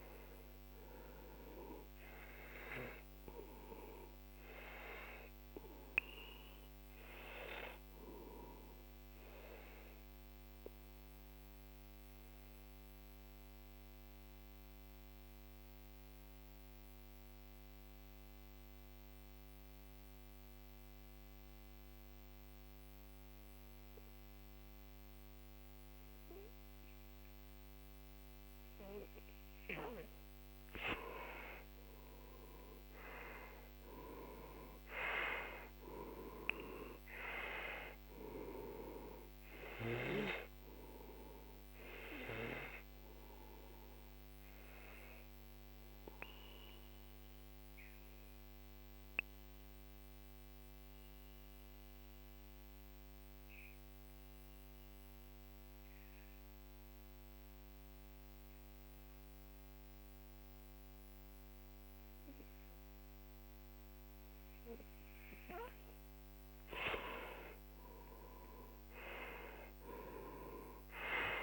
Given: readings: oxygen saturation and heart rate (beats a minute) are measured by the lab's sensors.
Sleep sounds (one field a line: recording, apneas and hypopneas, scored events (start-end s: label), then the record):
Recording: breathing in sleep by a microphone on the trachea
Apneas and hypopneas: 2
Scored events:
2.00-20.00 s: oxygen desaturation (device-marked, oxygen 98% before, 89% lowest, heart rate 51 before, 43 extreme)
10.00-29.00 s: obstructive apnea (oxygen 98% before, 89% lowest, heart rate 55 before, 42 extreme, up 15 after)
29.00-33.00 s: arousal
32.00-54.00 s: oxygen desaturation (device-marked, oxygen 97% before, 89% lowest, heart rate 47 before, 42 extreme)
45.00-66.00 s: obstructive apnea (oxygen 97% before, 89% lowest, heart rate 55 before, 42 extreme, up 13 after)
65.00-71.43 s: oxygen desaturation (device-marked, oxygen 97% before, 90% lowest, heart rate 47 before, 32 extreme)
67.50-71.43 s: arousal
From the record:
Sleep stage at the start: N2 (light sleep)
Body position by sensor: on the back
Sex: male